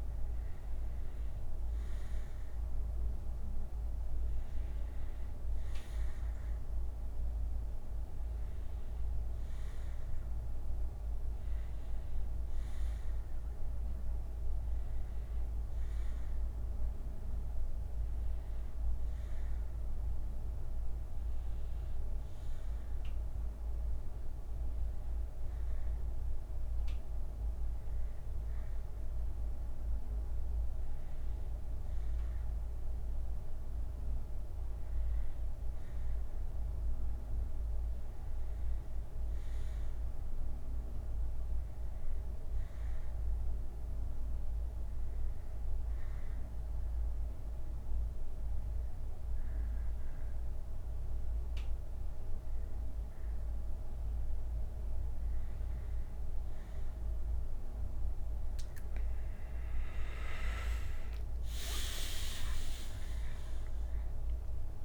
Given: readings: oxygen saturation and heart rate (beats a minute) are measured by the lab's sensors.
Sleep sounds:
breathing in sleep, hard to hear, by a room microphone; 1
17.00-40.00 s: bradycardia (device-marked, heart rate 70 before, 55 extreme)
43.50-54.50 s: hypopnea (oxygen 93% before, 89% lowest, heart rate 55 before, 55 extreme, up 12 after)
49.00-52.00 s: bradycardia (device-marked, heart rate 69 before, 65 extreme)
53.00-56.00 s: bradycardia (device-marked, heart rate 69 before, 55 extreme)
59.00-63.00 s: arousal
From the record:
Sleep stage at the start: N2 (light sleep); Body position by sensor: on the back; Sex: male

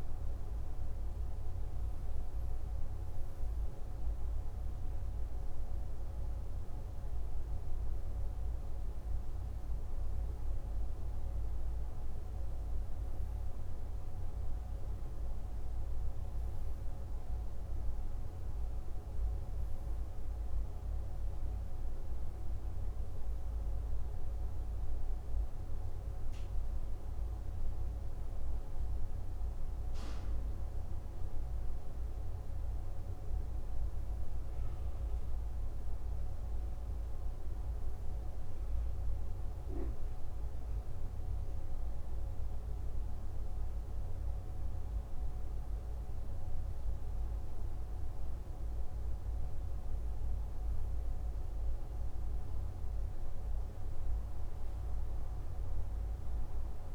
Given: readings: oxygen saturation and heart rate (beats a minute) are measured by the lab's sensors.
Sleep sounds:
breathing in sleep, hard to hear, by a room microphone; none
none scored
From the record:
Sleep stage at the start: N2 (light sleep); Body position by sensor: on the left side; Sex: male

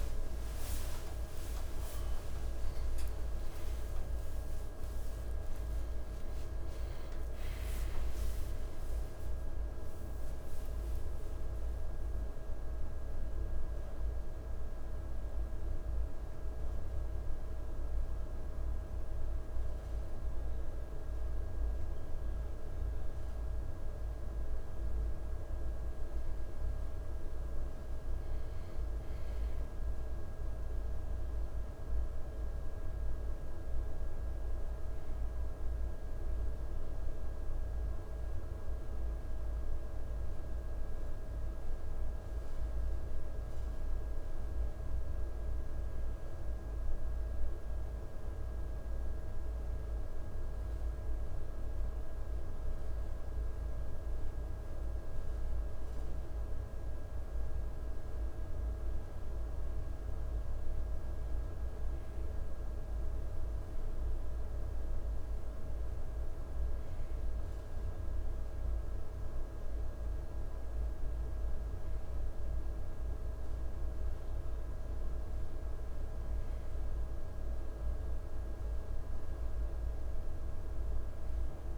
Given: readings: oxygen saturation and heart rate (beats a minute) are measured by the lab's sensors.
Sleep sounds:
breathing in sleep, hard to hear, by a room microphone; 1
0.00-6.00 s: arousal
0.00-8.00 s: tachycardia (device-marked, heart rate 138 extreme)
48.50-61.50 s: hypopnea (oxygen 98% before, 96% lowest, heart rate 57 before, 55 extreme, up 2 after)
64.00-69.00 s: arousal
From the record:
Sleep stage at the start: N1 (lightest sleep); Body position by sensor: on the right side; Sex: male

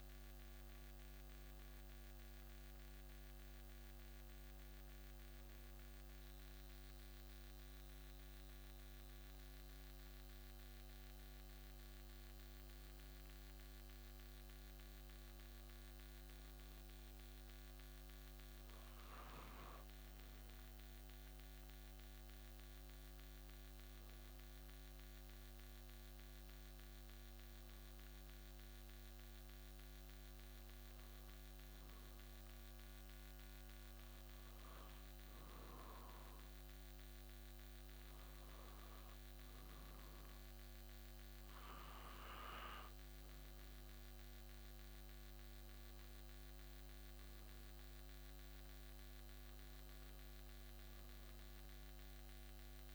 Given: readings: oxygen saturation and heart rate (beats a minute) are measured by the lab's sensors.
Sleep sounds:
breathing in sleep, hard to hear, by a microphone on the trachea; none
6.00-52.95 s: new sleep stage, N2 (light sleep)
From the record:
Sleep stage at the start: N1 (lightest sleep); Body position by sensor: on the back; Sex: male

